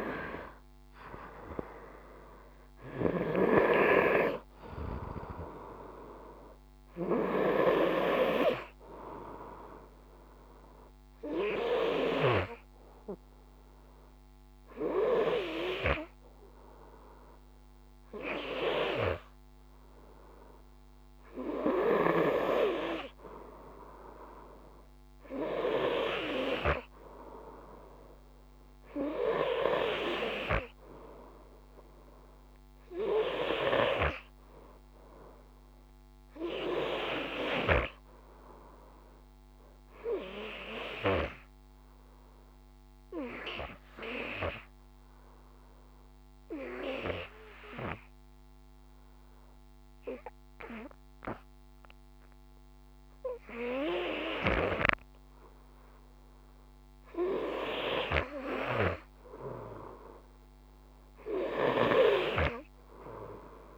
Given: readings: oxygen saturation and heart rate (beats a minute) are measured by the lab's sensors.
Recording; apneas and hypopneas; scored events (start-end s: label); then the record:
breathing in sleep by a microphone on the trachea; 1
0.00-2.50 s: snoring (device-marked)
40.50-54.50 s: obstructive apnea (oxygen 97% before, 91% lowest, heart rate 55 before, 51 extreme, up 0 after)
56.00-59.00 s: arousal
From the record:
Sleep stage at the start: N2 (light sleep); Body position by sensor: on the front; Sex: male